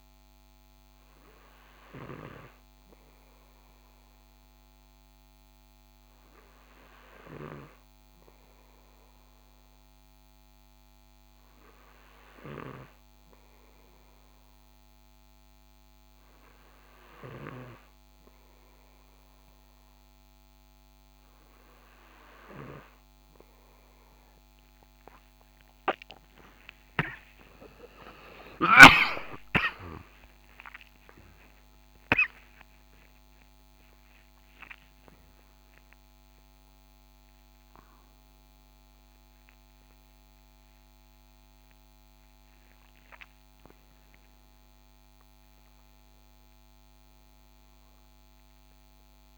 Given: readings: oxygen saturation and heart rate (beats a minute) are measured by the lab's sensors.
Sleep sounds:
a person awake in a sleep study, by a microphone on the trachea; none
19.00-49.38 s: new sleep stage, awake
From the record:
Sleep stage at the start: N2 (light sleep); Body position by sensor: on the right side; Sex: male

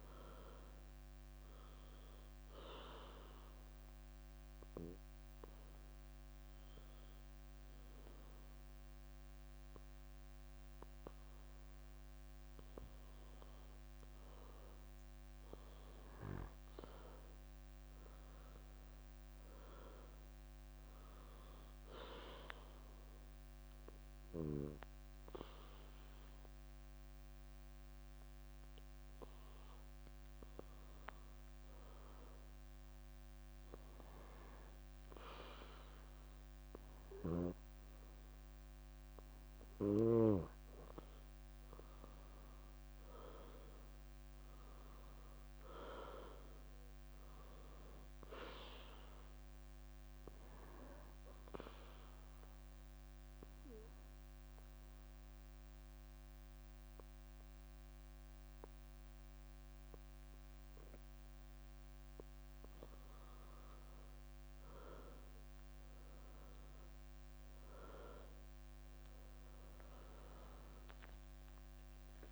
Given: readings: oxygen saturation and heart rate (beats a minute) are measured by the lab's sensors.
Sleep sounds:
breathing in sleep by a microphone on the trachea; 3
0.00-14.00 s: oxygen desaturation (device-marked, oxygen 97% before, 93% lowest, heart rate 67 before, 64 extreme)
3.00-13.00 s: obstructive apnea (oxygen 97% before, 93% lowest, heart rate 68 before, 64 extreme, up 6 after)
4.50-11.00 s: leg movement (device-marked)
15.50-19.00 s: arousal
23.00-33.50 s: obstructive apnea (oxygen 97% before, 92% lowest, heart rate 67 before, 63 extreme, up 2 after)
23.50-31.50 s: leg movement (device-marked)
40.50-44.00 s: arousal
43.50-49.50 s: leg movement (device-marked)
49.00-61.00 s: hypopnea (oxygen 96% before, 92% lowest, heart rate 69 before, 63 extreme, up 11 after)
50.50-51.50 s: leg movement (device-marked)
62.50-71.50 s: leg movement (device-marked)
66.00-72.32 s: new sleep stage, awake
70.00-72.32 s: oxygen desaturation (device-marked, oxygen 97% before, 92% lowest, heart rate 67 before, 70 extreme)
From the record:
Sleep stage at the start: N2 (light sleep); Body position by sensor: on the back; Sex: female

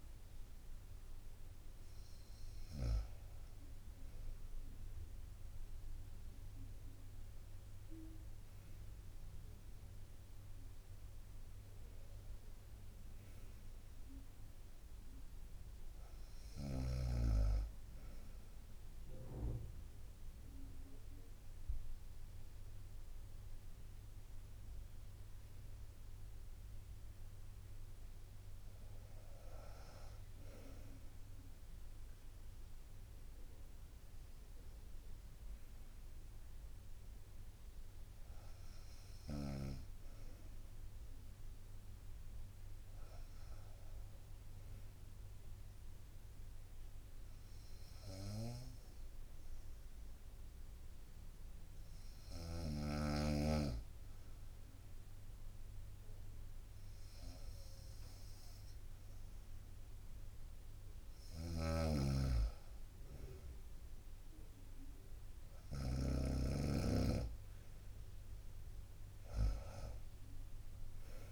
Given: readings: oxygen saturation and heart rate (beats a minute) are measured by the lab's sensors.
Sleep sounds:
breathing in sleep by a room microphone; none
0.00-3.00 s: snoring (device-marked)
61.00-66.00 s: snoring (device-marked)
69.00-71.32 s: arousal
From the record:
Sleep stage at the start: N2 (light sleep); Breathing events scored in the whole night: 332 in 4.6 hours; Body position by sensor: on the right side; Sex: female

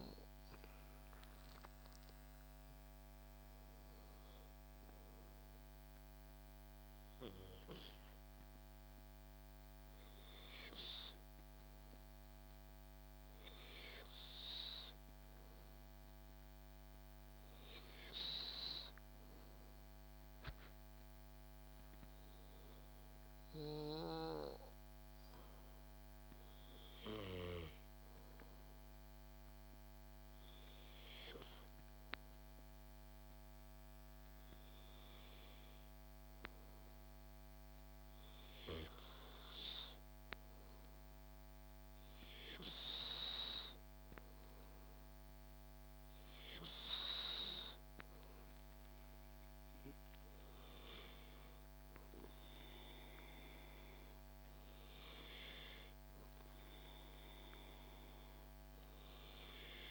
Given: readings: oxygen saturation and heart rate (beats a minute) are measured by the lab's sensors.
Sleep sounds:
breathing in sleep by a microphone on the trachea; none
none scored
From the record:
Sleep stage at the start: N2 (light sleep); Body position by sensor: on the back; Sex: male

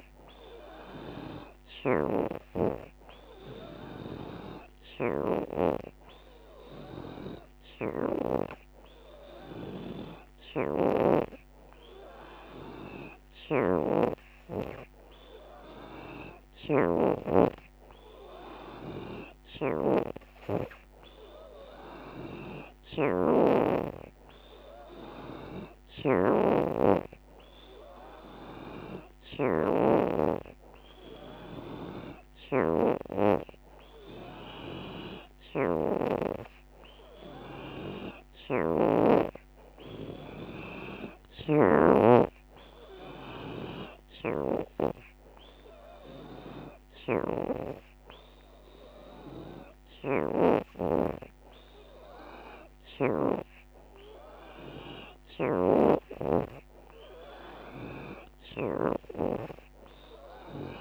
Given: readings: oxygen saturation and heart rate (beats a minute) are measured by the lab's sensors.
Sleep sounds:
breathing in sleep by a microphone on the trachea; none
0.00-2.00 s: oxygen desaturation (device-marked, oxygen 74% lowest, heart rate 88 extreme)
4.00-12.00 s: oxygen desaturation (device-marked, oxygen 77% before, 74% lowest, heart rate 91 before, 89 extreme)
38.00-40.00 s: long interval between heartbeats (device-marked, heart rate 92 before, 94 extreme)
From the record:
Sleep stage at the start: N3 (deep sleep); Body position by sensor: on the back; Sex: female

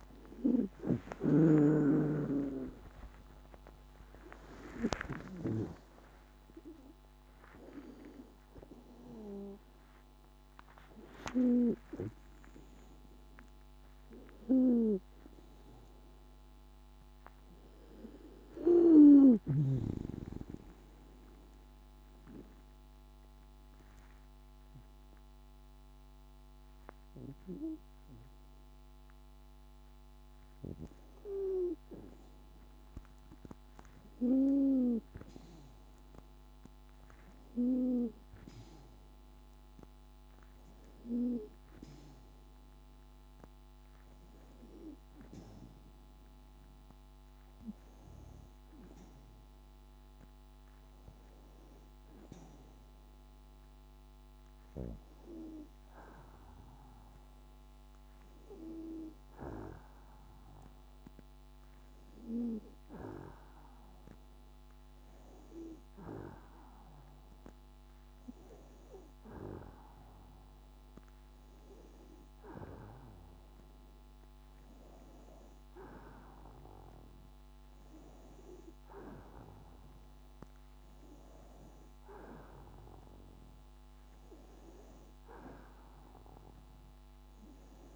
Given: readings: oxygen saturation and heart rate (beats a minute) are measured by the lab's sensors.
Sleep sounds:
a person partly awake in a sleep study, by a microphone on the trachea; 2
22.00-32.00 s: obstructive apnea (oxygen 95% before, 90% lowest, heart rate 89 before, 56 extreme, up 20 after)
24.00-87.96 s: new sleep stage, N2 (light sleep)
35.00-39.50 s: arousal
42.00-54.00 s: oxygen desaturation (device-marked, oxygen 96% before, 90% lowest, heart rate 62 before, 61 extreme)
44.50-55.50 s: hypopnea (oxygen 96% before, 90% lowest, heart rate 63 before, 61 extreme, up 3 after)
58.00-62.00 s: arousal
From the record:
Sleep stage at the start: awake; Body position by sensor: on the back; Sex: female

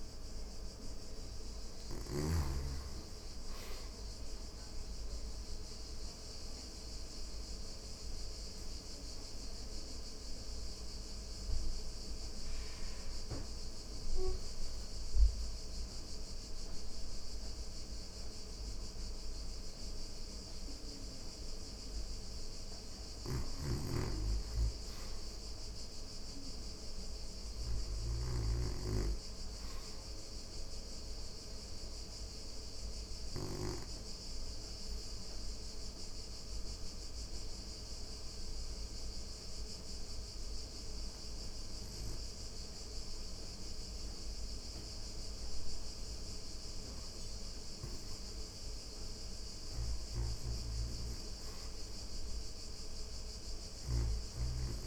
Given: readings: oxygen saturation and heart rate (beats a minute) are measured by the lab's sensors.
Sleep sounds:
breathing in sleep by a room microphone; 2
0.00-1.50 s: snoring (device-marked)
3.50-15.50 s: oxygen desaturation (device-marked, oxygen 98% before, 92% lowest, heart rate 91 before, 86 extreme)
5.00-20.50 s: mixed apnea (oxygen 98% before, 78% lowest, heart rate 91 before, 86 extreme, up 0 after)
20.50-42.50 s: oxygen desaturation (device-marked, oxygen 94% before, 80% lowest, heart rate 90 before, 86 extreme)
22.00-27.50 s: snoring (device-marked)
25.00-28.50 s: arousal
30.50-45.50 s: obstructive apnea (oxygen 96% before, 78% lowest, heart rate 88 before, 86 extreme, up 0 after)
44.50-54.87 s: oxygen desaturation (device-marked, oxygen 91% before, 78% lowest, heart rate 89 before, 87 extreme)
48.50-52.50 s: arousal
49.00-54.87 s: snoring (device-marked)
From the record:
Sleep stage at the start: REM sleep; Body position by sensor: on the back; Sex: female

